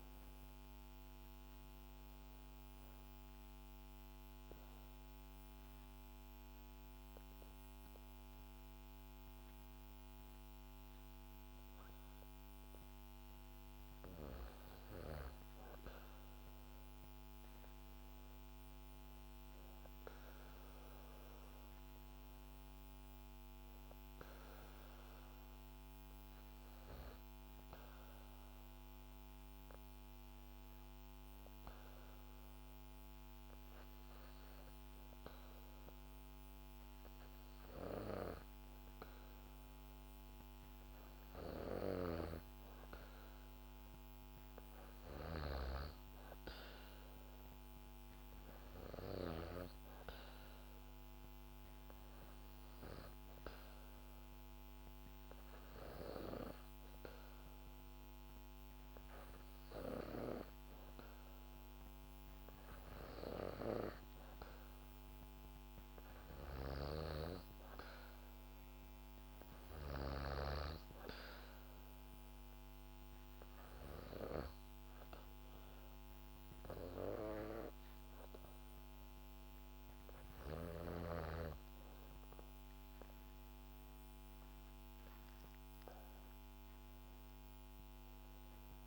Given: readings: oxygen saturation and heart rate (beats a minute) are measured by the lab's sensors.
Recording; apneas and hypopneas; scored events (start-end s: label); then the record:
breathing in sleep by a microphone on the trachea; 3
0.00-16.00 s: oxygen desaturation (device-marked, oxygen 94% lowest, heart rate 58 extreme)
2.00-5.00 s: bradycardia (device-marked, heart rate 69 before, 62 extreme)
2.00-14.50 s: obstructive apnea (oxygen 98% before, 94% lowest, heart rate 69 before, 61 extreme, up 8 after)
17.00-20.50 s: arousal
28.50-42.00 s: obstructive apnea (oxygen 99% before, 94% lowest, heart rate 64 before, 62 extreme, up 6 after)
43.00-46.00 s: arousal
54.50-67.00 s: hypopnea (oxygen 98% before, 94% lowest, heart rate 66 before, 69 extreme, up 3 after)
69.50-73.50 s: arousal
83.00-87.50 s: arousal
From the record:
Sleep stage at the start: N2 (light sleep); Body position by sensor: on the back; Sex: female